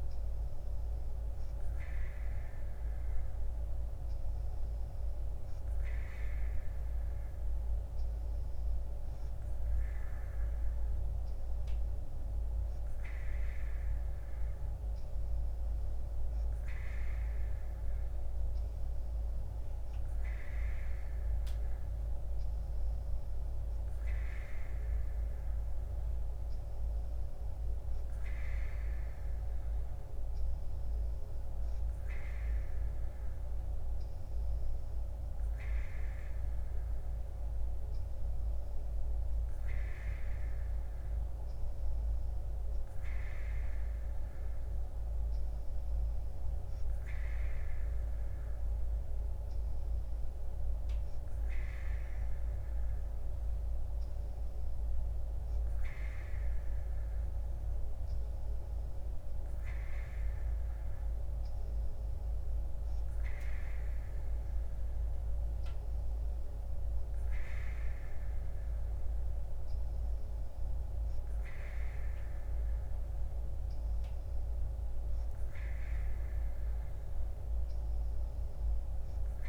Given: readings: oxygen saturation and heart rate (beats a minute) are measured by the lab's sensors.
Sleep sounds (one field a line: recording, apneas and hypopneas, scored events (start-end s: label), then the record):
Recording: breathing in sleep, hard to hear, by a room microphone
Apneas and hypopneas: none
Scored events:
none scored
From the record:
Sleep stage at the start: N3 (deep sleep)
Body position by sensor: on the right side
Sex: female